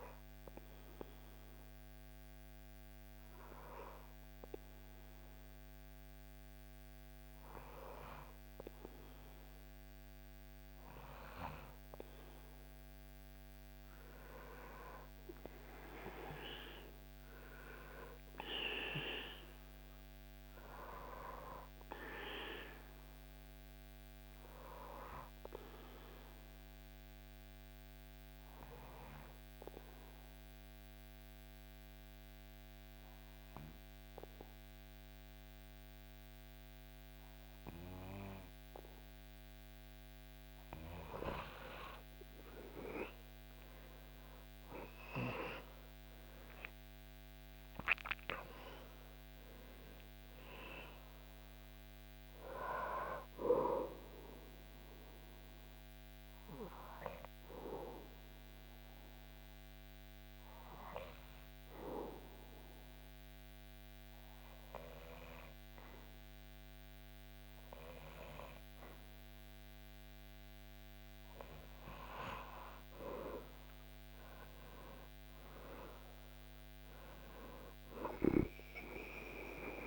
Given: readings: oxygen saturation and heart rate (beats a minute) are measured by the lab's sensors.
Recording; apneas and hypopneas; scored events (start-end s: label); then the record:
breathing in sleep by a microphone on the trachea; 3
0.50-12.00 s: obstructive apnea (oxygen 98% before, 95% lowest, heart rate 69 before, 60 extreme, up 15 after)
15.00-19.50 s: arousal
24.50-40.50 s: obstructive apnea (oxygen 98% before, 95% lowest, heart rate 67 before, 62 extreme, up 14 after)
43.00-47.00 s: arousal
53.50-71.00 s: obstructive apnea (oxygen 98% before, 95% lowest, heart rate 73 before, 62 extreme, up 13 after)
73.00-77.00 s: arousal
From the record:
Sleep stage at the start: N2 (light sleep); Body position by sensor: on the back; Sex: male